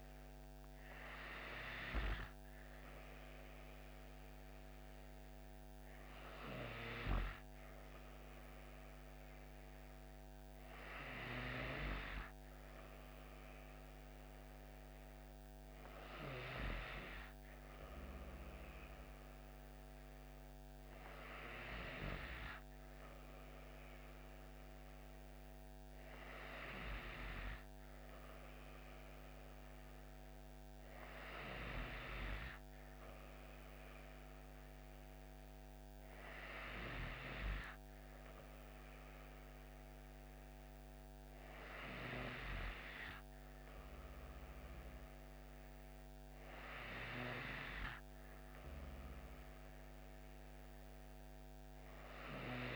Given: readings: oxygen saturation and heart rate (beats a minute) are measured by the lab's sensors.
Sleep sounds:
breathing in sleep by a microphone on the trachea; none
none scored
From the record:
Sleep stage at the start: N3 (deep sleep); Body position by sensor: on the back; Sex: female

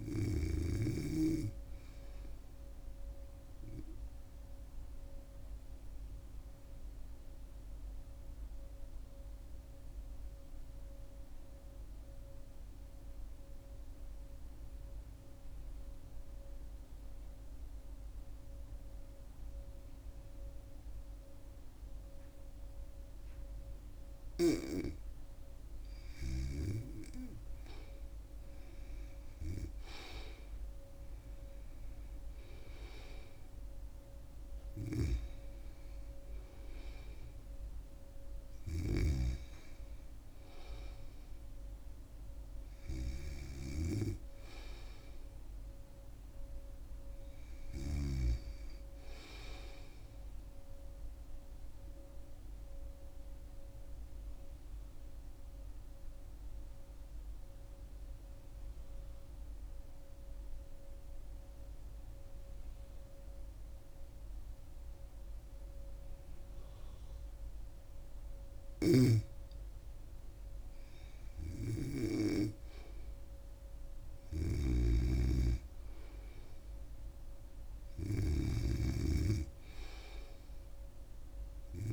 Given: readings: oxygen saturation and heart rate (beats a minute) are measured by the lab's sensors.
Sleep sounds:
breathing in sleep by a room microphone; 2
0.00-1.00 s: snoring (device-marked)
0.00-1.50 s: arousal
4.50-25.00 s: obstructive apnea (oxygen 98% before, 88% lowest, heart rate 79 before, 77 extreme, up 4 after)
22.50-51.50 s: oxygen desaturation (device-marked, oxygen 97% before, 88% lowest, heart rate 78 before, 77 extreme)
27.00-30.00 s: arousal
51.50-68.50 s: obstructive apnea (oxygen 96% before, 93% lowest, heart rate 81 before, 77 extreme, up 4 after)
71.00-74.50 s: arousal
74.50-81.93 s: oxygen desaturation (device-marked, oxygen 99% before, 93% lowest, heart rate 79 before, 79 extreme)
74.50-81.93 s: snoring (device-marked)
From the record:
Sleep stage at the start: N2 (light sleep); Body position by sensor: on the back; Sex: female

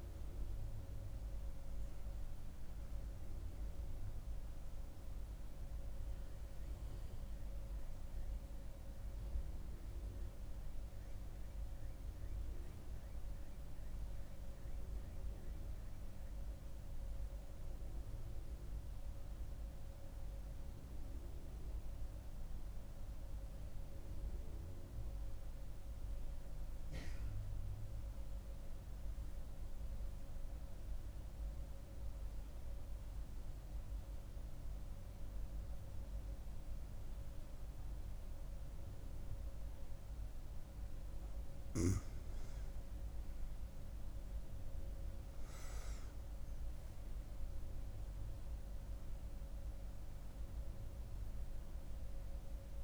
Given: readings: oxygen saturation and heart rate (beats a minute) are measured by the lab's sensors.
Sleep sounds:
breathing in sleep, hard to hear, by a room microphone; 1
0.00-10.50 s: oxygen desaturation (device-marked, oxygen 93% lowest, heart rate 67 extreme)
19.00-40.00 s: central apnea (oxygen 97% before, 91% lowest, heart rate 83 before, 67 extreme, up 9 after)
35.50-52.84 s: oxygen desaturation (device-marked, oxygen 97% before, 92% lowest, heart rate 78 before, 68 extreme)
43.00-47.00 s: arousal
From the record:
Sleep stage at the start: N2 (light sleep); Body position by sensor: on the right side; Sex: female

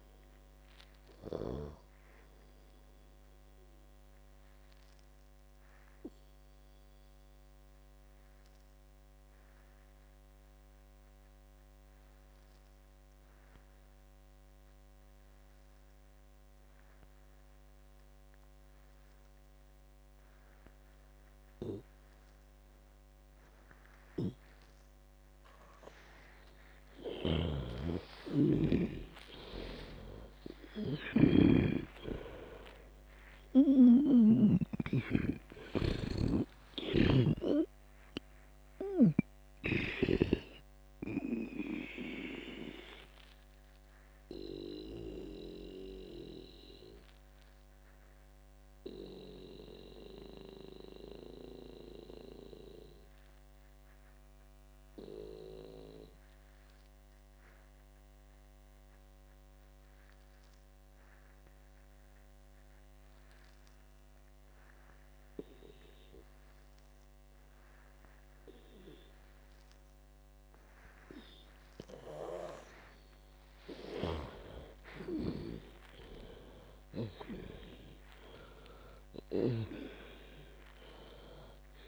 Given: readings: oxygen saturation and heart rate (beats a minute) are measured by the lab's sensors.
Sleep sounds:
breathing in sleep by a microphone on the trachea; 2
0.00-11.50 s: oxygen desaturation (device-marked, oxygen 92% lowest, heart rate 52 extreme)
5.50-27.00 s: obstructive apnea (oxygen 98% before, 90% lowest, heart rate 92 before, 52 extreme)
24.50-38.00 s: snoring (device-marked)
27.50-62.50 s: oxygen desaturation (device-marked, oxygen 98% before, 90% lowest, heart rate 54 before, 56 extreme)
29.00-33.00 s: arousal
40.50-74.00 s: obstructive apnea (oxygen 98% before, 90% lowest, heart rate 88 before, 54 extreme, up 55 after)
74.50-80.50 s: snoring (device-marked)
75.00-80.00 s: arousal
75.50-81.88 s: oxygen desaturation (device-marked, oxygen 99% before, 91% lowest, heart rate 66 before, 54 extreme)
From the record:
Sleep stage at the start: N2 (light sleep); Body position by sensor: on the back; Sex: female

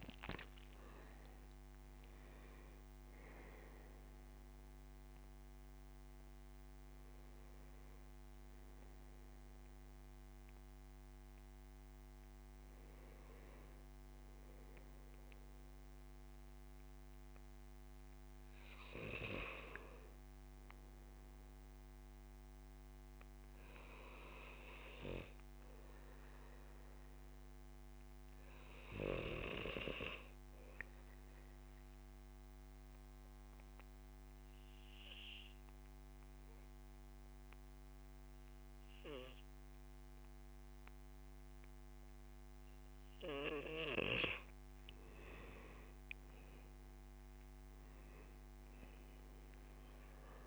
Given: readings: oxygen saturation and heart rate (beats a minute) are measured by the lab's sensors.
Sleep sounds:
breathing in sleep by a microphone on the trachea; 1
0.00-3.50 s: oxygen desaturation (device-marked, oxygen 91% lowest, heart rate 68 extreme)
15.00-19.50 s: arousal
21.00-43.00 s: obstructive apnea (oxygen 98% before, 95% lowest, heart rate 74 before, 70 extreme, up 9 after)
45.00-49.00 s: arousal
From the record:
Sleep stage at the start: N2 (light sleep); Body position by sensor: on the back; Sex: male

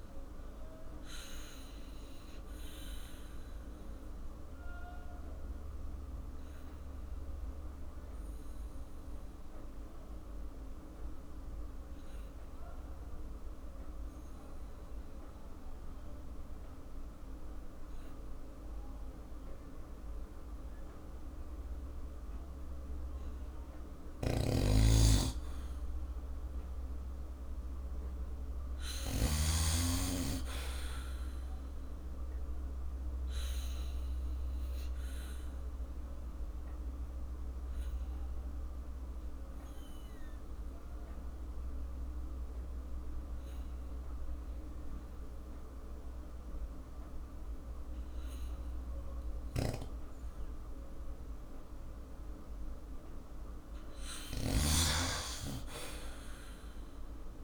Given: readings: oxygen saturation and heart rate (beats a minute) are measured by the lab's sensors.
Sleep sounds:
breathing in sleep by a room microphone; 2
1.00-22.00 s: obstructive apnea (oxygen 98% before, 90% lowest, heart rate 54 before, 47 extreme, up 7 after)
18.00-28.00 s: oxygen desaturation (device-marked, oxygen 97% before, 90% lowest, heart rate 52 before, 52 extreme)
24.00-29.50 s: snoring (device-marked)
26.00-29.00 s: arousal
33.00-52.50 s: obstructive apnea (oxygen 97% before, 90% lowest, heart rate 52 before, 49 extreme, up 4 after)
49.00-57.44 s: oxygen desaturation (device-marked, oxygen 96% before, 92% lowest, heart rate 55 before, 49 extreme)
49.50-57.44 s: snoring (device-marked)
54.50-57.44 s: arousal
From the record:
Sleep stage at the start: N2 (light sleep); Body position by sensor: on the back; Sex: male

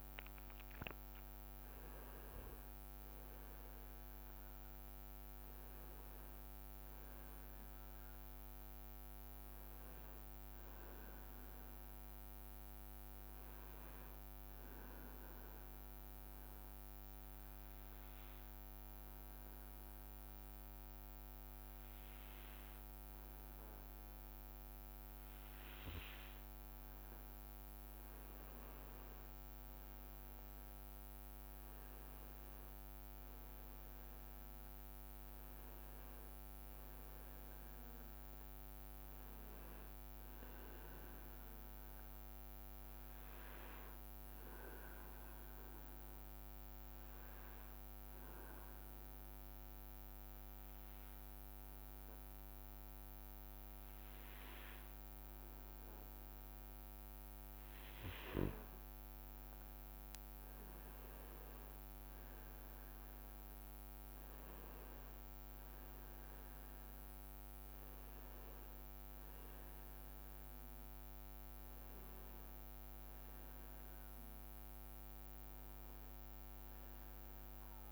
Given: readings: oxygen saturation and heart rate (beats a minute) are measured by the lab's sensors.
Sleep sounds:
breathing in sleep, hard to hear, by a microphone on the trachea; 2
0.50-3.50 s: leg movement (device-marked)
13.50-26.50 s: obstructive apnea (oxygen 97% before, 94% lowest, heart rate 68 before, 62 extreme, up 7 after)
30.00-34.50 s: arousal
30.00-48.00 s: oxygen desaturation (device-marked, oxygen 97% before, 94% lowest, heart rate 63 before, 62 extreme)
43.50-56.50 s: obstructive apnea (oxygen 97% before, 94% lowest, heart rate 66 before, 62 extreme, up 11 after)
61.00-62.50 s: leg movement (device-marked)
61.00-66.50 s: arousal
From the record:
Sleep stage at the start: N2 (light sleep); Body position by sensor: on the back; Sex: male

